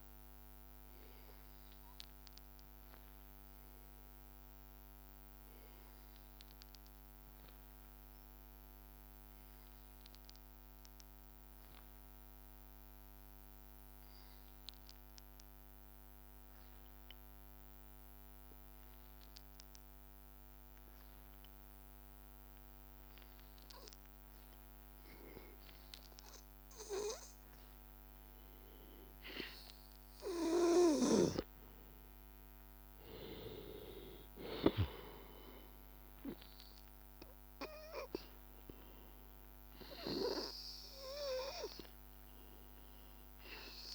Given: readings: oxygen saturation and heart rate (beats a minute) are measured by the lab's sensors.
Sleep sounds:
breathing in sleep by a microphone on the trachea; 1
0.50-4.00 s: arousal
8.50-33.00 s: hypopnea (oxygen 100% before, 90% lowest, heart rate 85 before, 82 extreme, up 2 after)
23.00-43.94 s: oxygen desaturation (device-marked, oxygen 98% before, 92% lowest, heart rate 84 before, 83 extreme)
34.50-38.00 s: arousal
From the record:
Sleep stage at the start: N2 (light sleep); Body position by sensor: on the back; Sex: male

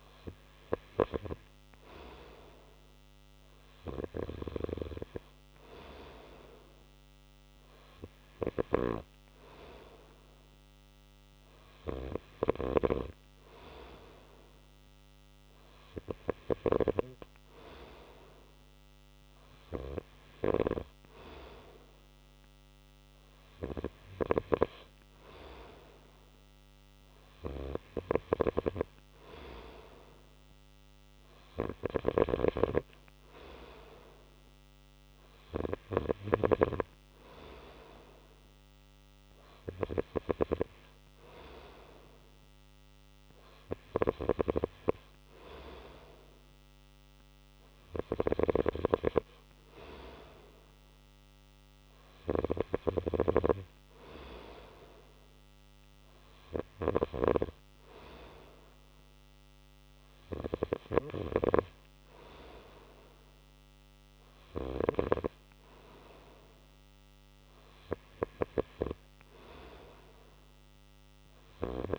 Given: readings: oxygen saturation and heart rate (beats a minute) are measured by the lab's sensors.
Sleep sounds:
breathing in sleep by a microphone on the trachea; none
none scored
From the record:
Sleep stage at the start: N2 (light sleep); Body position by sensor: on the right side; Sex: male

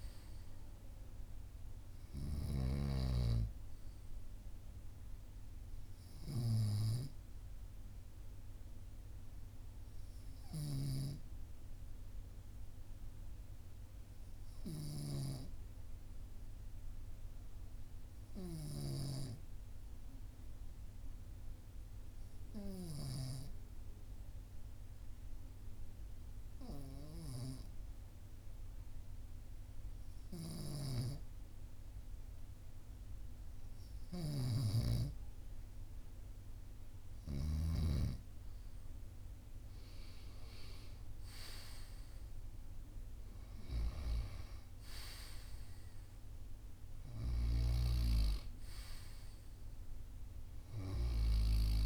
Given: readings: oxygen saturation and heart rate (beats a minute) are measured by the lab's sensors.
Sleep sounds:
breathing in sleep by a room microphone; 1
0.00-3.00 s: snoring (device-marked)
3.00-5.50 s: arousal
7.00-35.00 s: obstructive apnea (oxygen 96% before, 95% lowest, heart rate 46 before, 44 extreme, up 2 after)
34.00-38.00 s: snoring (device-marked)
36.50-41.00 s: arousal
From the record:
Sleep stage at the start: N2 (light sleep); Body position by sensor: on the right side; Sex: male

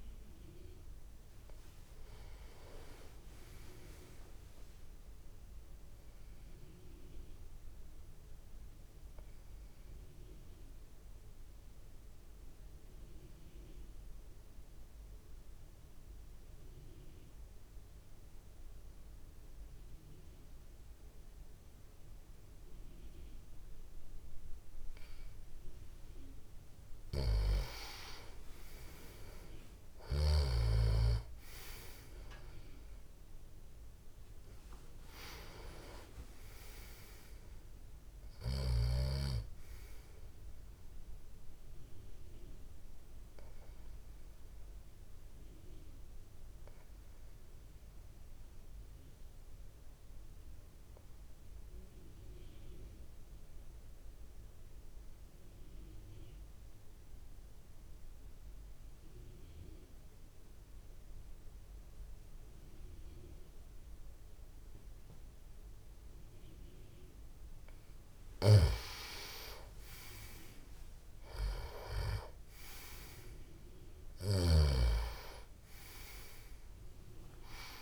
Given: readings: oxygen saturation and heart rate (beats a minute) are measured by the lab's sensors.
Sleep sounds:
breathing in sleep by a room microphone; 2
5.50-25.50 s: obstructive apnea (oxygen 98% before, 90% lowest)
27.00-30.50 s: snoring (device-marked)
27.50-58.50 s: oxygen desaturation (device-marked, oxygen 97% before, 90% lowest)
28.00-31.50 s: arousal
42.00-67.50 s: obstructive apnea (oxygen 97% before, 90% lowest)
65.50-77.82 s: tachycardia (device-marked)
68.00-74.50 s: snoring (device-marked)
69.50-73.50 s: arousal
69.50-77.82 s: oxygen desaturation (device-marked, oxygen 98% before, 90% lowest)
From the record:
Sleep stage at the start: N2 (light sleep); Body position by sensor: on the back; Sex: male

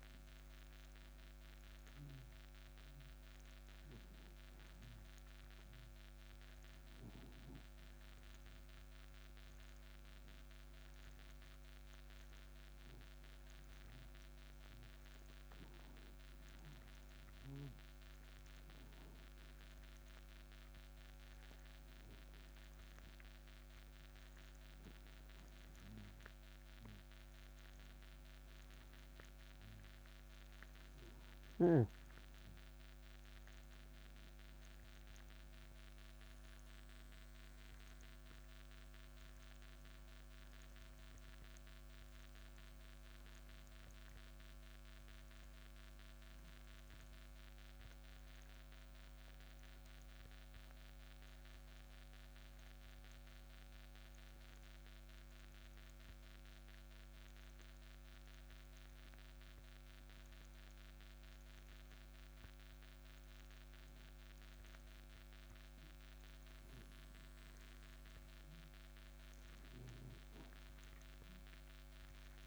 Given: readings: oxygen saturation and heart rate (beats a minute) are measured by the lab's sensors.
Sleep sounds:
a person awake in a sleep study, hard to hear, by a microphone on the trachea; none
44.00-72.47 s: new sleep stage, N1 (lightest sleep)
From the record:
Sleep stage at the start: awake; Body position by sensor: on the back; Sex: male

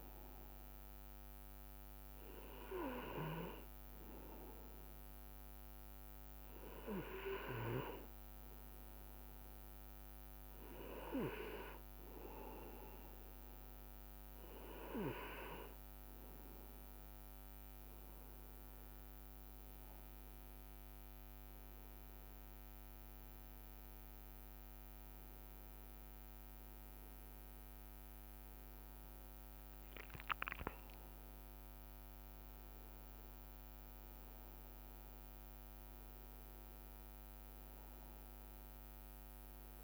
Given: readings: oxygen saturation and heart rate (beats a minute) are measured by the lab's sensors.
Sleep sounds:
breathing in sleep by a microphone on the trachea; none
20.50-26.00 s: arousal
From the record:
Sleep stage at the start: N1 (lightest sleep); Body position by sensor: on the right side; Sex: male

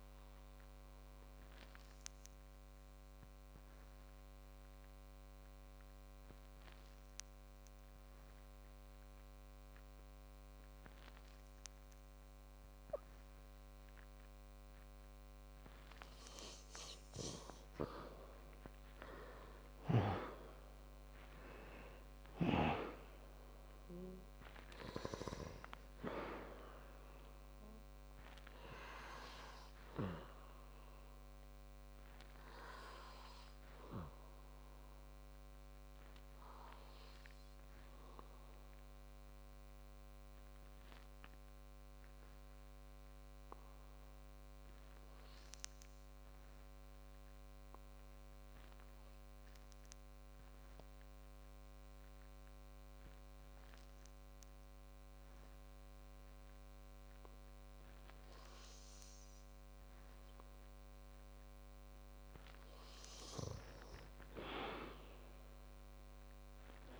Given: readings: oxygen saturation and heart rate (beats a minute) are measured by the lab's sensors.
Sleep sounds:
breathing in sleep by a microphone on the trachea; 2
2.00-16.00 s: obstructive apnea (oxygen 97% before, 90% lowest, heart rate 68 before, 47 extreme, up 12 after)
19.00-23.50 s: arousal
40.00-60.50 s: obstructive apnea (oxygen 96% before, 90% lowest, heart rate 69 before, 51 extreme, up 21 after)
51.00-58.00 s: oxygen desaturation (device-marked, oxygen 97% before, 90% lowest, heart rate 54 before, 51 extreme)
64.50-67.00 s: arousal
From the record:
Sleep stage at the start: N2 (light sleep); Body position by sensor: on the back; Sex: male

